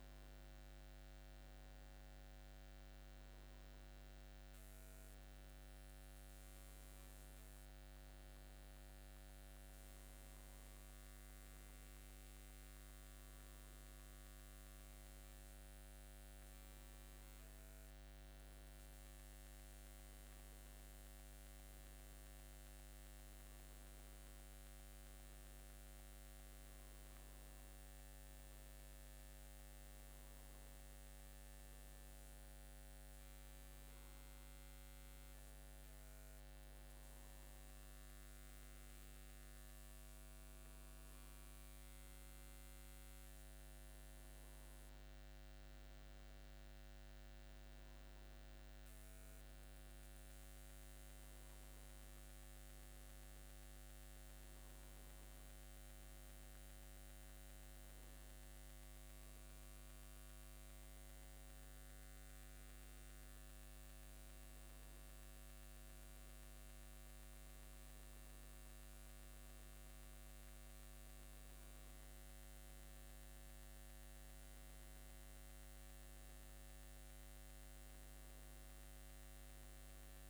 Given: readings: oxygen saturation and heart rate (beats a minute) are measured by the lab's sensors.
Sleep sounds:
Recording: breathing in sleep, hard to hear, by a microphone on the trachea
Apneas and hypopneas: none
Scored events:
none scored
From the record:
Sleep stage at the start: N1 (lightest sleep)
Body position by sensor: upright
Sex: male

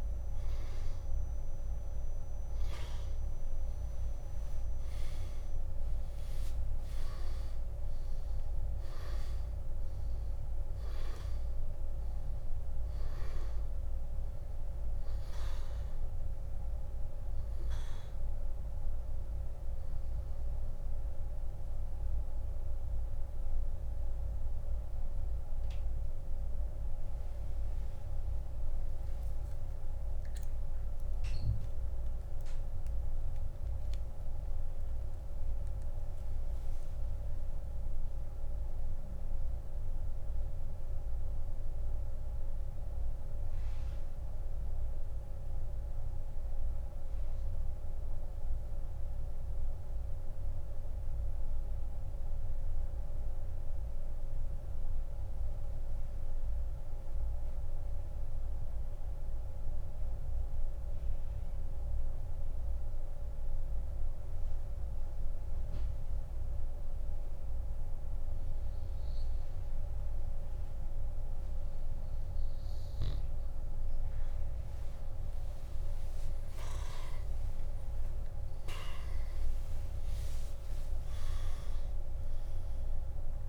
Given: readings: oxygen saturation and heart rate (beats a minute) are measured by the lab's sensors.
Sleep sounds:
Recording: breathing in sleep, hard to hear, by a room microphone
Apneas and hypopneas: 1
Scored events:
0.00-1.00 s: arousal
32.50-35.50 s: arousal
38.00-68.50 s: central apnea (oxygen 96% before, 85% lowest)
44.50-66.50 s: oxygen desaturation (device-marked, oxygen 94% before, 86% lowest, heart rate 42 before, 36 extreme)
76.00-80.50 s: arousal
From the record:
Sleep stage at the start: N2 (light sleep)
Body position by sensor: on the back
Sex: male

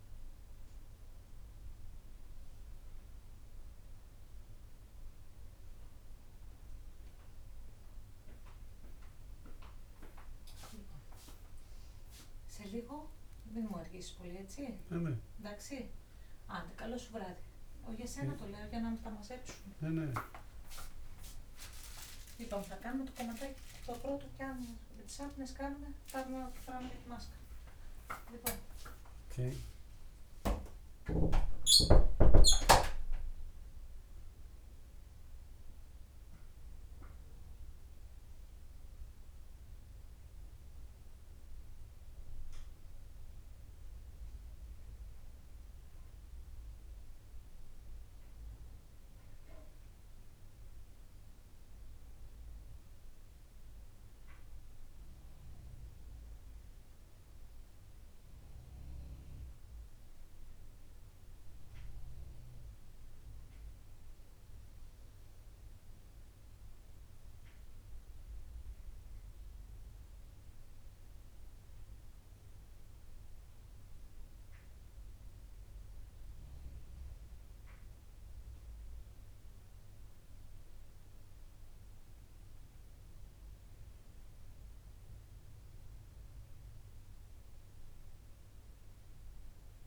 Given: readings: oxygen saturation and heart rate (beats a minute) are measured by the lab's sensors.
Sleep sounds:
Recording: a person awake in a sleep study, by a room microphone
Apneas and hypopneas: none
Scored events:
none scored
From the record:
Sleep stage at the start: awake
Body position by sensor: on the back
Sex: male

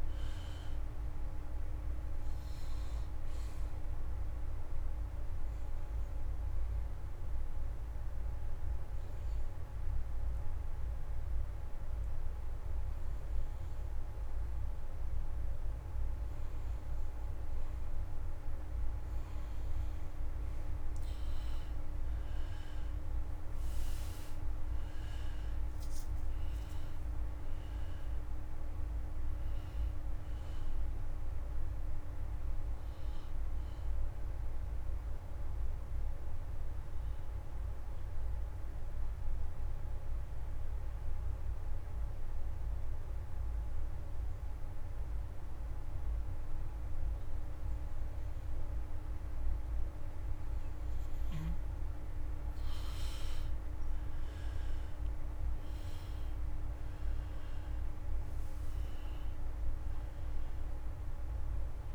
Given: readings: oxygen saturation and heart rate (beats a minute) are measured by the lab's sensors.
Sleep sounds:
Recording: breathing in sleep, hard to hear, by a room microphone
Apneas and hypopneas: 2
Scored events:
0.00-11.00 s: oxygen desaturation (device-marked, oxygen 97% before, 87% lowest)
5.50-16.50 s: hypopnea (oxygen 97% before, 85% lowest)
19.00-44.00 s: oxygen desaturation (device-marked, oxygen 96% before, 88% lowest)
21.00-26.50 s: arousal
39.00-51.00 s: obstructive apnea (oxygen 96% before, 85% lowest, heart rate 122 before, 26 extreme, up 20 after)
52.00-61.95 s: oxygen desaturation (device-marked, oxygen 98% before, 85% lowest, heart rate 80 before, 26 extreme)
53.50-58.50 s: arousal
From the record:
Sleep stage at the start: N2 (light sleep)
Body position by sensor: on the back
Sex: male

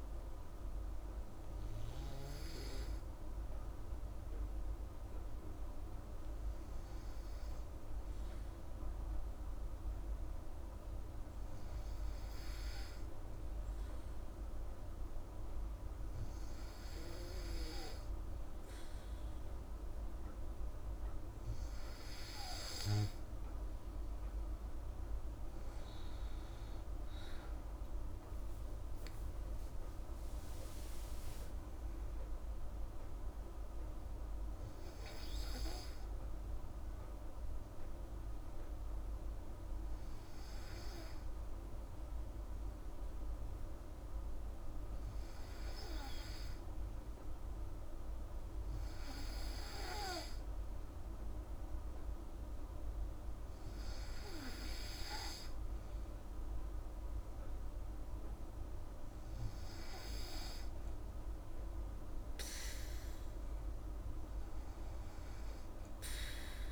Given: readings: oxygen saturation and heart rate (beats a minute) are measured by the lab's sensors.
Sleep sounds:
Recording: breathing in sleep, hard to hear, by a room microphone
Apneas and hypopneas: none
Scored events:
0.00-2.50 s: arousal
28.00-32.50 s: arousal
From the record:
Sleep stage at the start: N2 (light sleep)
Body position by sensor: on the back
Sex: female

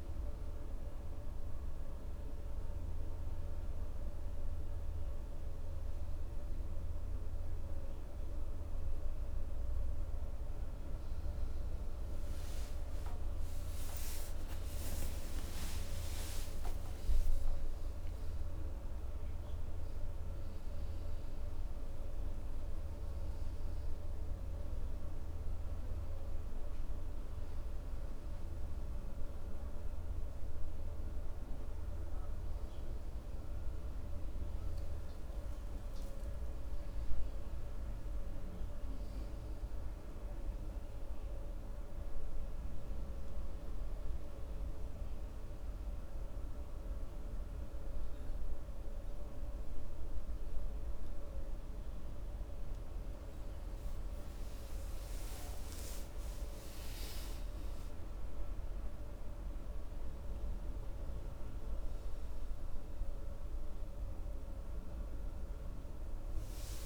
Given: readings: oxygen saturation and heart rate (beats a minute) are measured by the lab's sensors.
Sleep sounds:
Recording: breathing in sleep, hard to hear, by a room microphone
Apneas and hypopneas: none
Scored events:
5.00-23.00 s: oxygen desaturation (device-marked, oxygen 98% before, 94% lowest, heart rate 68 before, 67 extreme)
13.00-19.00 s: arousal
65.50-66.85 s: arousal
From the record:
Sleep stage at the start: N2 (light sleep)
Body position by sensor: on the right side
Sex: male

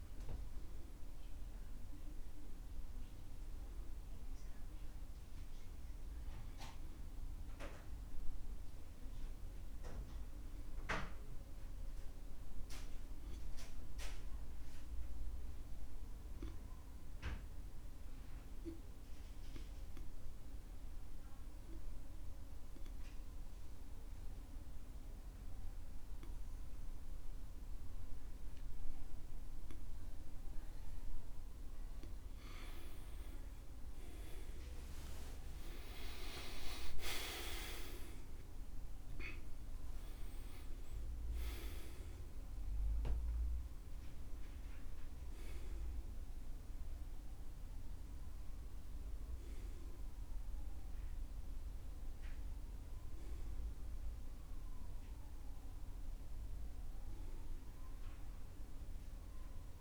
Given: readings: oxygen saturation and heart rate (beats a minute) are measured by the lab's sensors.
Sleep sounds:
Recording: breathing in sleep by a room microphone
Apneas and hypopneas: 1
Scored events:
10.50-31.50 s: obstructive apnea (oxygen 93% before, 85% lowest, heart rate 71 before, 63 extreme, up 30 after)
12.00-25.00 s: oxygen desaturation (device-marked, oxygen 92% before, 89% lowest, heart rate 70 before, 63 extreme)
33.50-39.50 s: arousal
36.00-59.81 s: oxygen desaturation (device-marked, oxygen 96% before, 85% lowest, heart rate 66 before, 66 extreme)
From the record:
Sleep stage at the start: N2 (light sleep)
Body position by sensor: on the back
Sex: male

